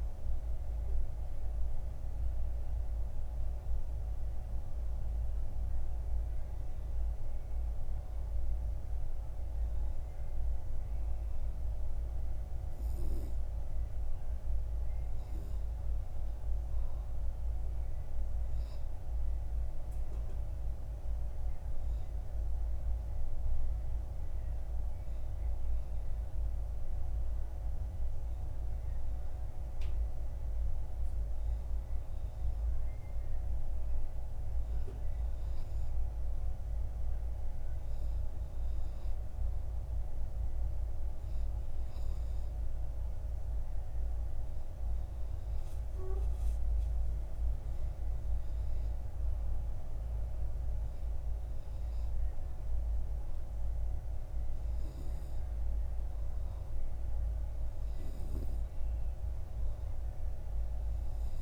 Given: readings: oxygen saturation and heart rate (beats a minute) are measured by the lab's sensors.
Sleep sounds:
breathing in sleep, hard to hear, by a room microphone; none
none scored
From the record:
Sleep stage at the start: N2 (light sleep); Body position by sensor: on the back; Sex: male

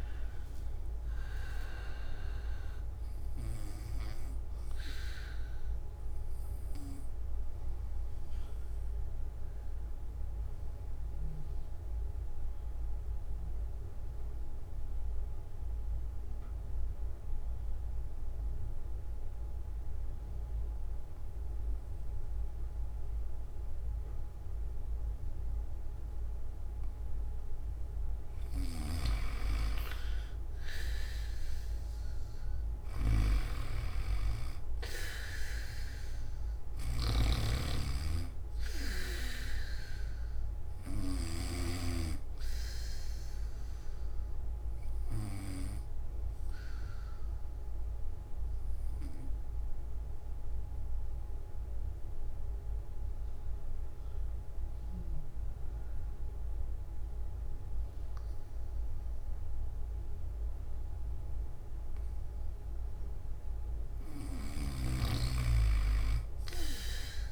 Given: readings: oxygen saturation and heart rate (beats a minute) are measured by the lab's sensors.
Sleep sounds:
breathing in sleep by a room microphone; 2
0.00-5.50 s: oxygen desaturation (device-marked, oxygen 95% lowest)
3.50-67.32 s: new sleep stage, N2 (light sleep)
7.00-26.50 s: obstructive apnea (oxygen 99% before, 92% lowest)
28.50-41.50 s: snoring (device-marked)
34.50-58.50 s: oxygen desaturation (device-marked, oxygen 99% before, 92% lowest)
44.00-62.50 s: obstructive apnea (oxygen 99% before, 91% lowest)
64.00-67.32 s: snoring (device-marked)
From the record:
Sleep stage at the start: N1 (lightest sleep); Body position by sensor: on the back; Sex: male

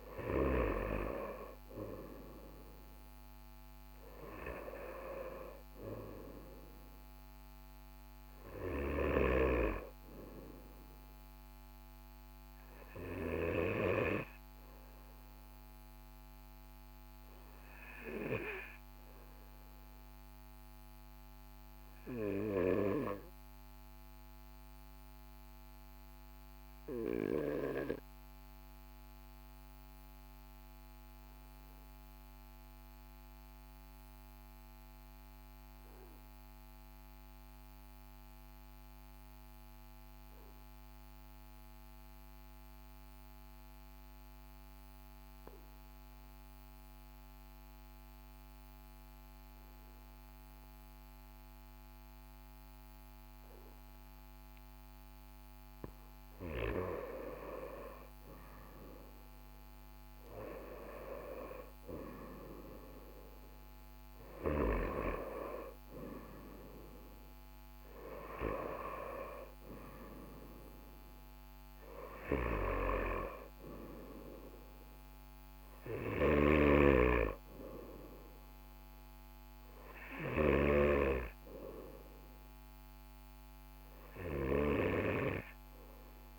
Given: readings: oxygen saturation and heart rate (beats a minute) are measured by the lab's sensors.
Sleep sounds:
breathing in sleep by a microphone on the trachea; 1
24.50-55.00 s: obstructive apnea (oxygen 99% before, 93% lowest, heart rate 42 before, 41 extreme, up 2 after)
56.50-61.00 s: arousal
75.50-80.50 s: snoring (device-marked)
From the record:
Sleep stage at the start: N2 (light sleep); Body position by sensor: on the right side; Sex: male

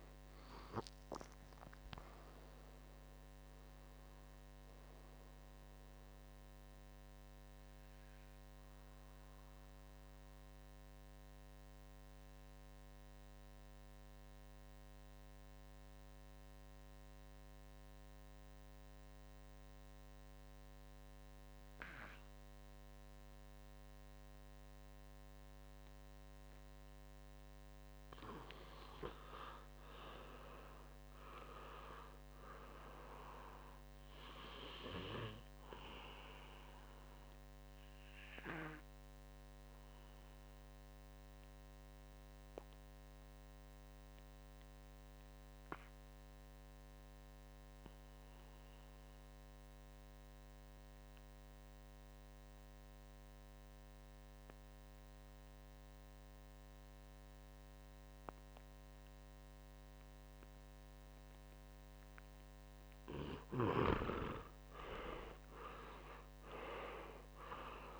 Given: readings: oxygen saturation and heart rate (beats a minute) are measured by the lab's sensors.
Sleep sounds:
breathing in sleep by a microphone on the trachea; 2
0.00-15.50 s: oxygen desaturation (device-marked, oxygen 93% lowest, heart rate 60 extreme)
6.50-26.50 s: mixed apnea (oxygen 99% before, 90% lowest, heart rate 67 before, 60 extreme, up 8 after)
27.50-31.00 s: arousal
30.50-45.50 s: oxygen desaturation (device-marked, oxygen 98% before, 93% lowest, heart rate 61 before, 61 extreme)
38.50-61.50 s: obstructive apnea (oxygen 98% before, 90% lowest, heart rate 63 before, 60 extreme, up 6 after)
63.50-68.00 s: oxygen desaturation (device-marked, oxygen 98% before, 90% lowest, heart rate 64 before, 60 extreme)
64.00-68.00 s: arousal
From the record:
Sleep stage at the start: N2 (light sleep); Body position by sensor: on the back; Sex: male

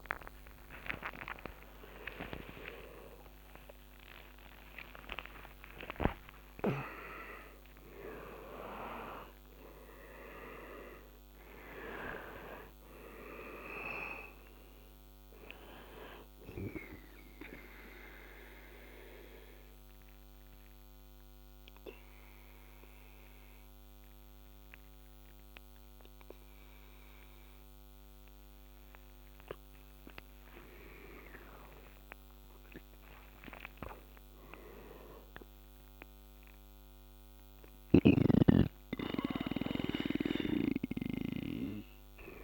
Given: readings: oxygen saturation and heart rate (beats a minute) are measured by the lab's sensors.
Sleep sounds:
breathing in sleep by a microphone on the trachea; 1
0.00-2.00 s: snoring (device-marked)
0.00-5.50 s: arousal
5.50-7.50 s: long interval between heartbeats (device-marked, heart rate 84 before, 100 extreme)
9.00-17.00 s: oxygen desaturation (device-marked, oxygen 96% before, 92% lowest, heart rate 88 before, 72 extreme)
17.50-29.00 s: obstructive apnea (oxygen 97% before, 89% lowest, heart rate 95 before, 72 extreme, up 18 after)
31.00-34.50 s: arousal
41.00-42.44 s: oxygen desaturation (device-marked, oxygen 98% before, 90% lowest, heart rate 81 before, 72 extreme)
From the record:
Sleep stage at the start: N2 (light sleep); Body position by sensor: on the back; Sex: male

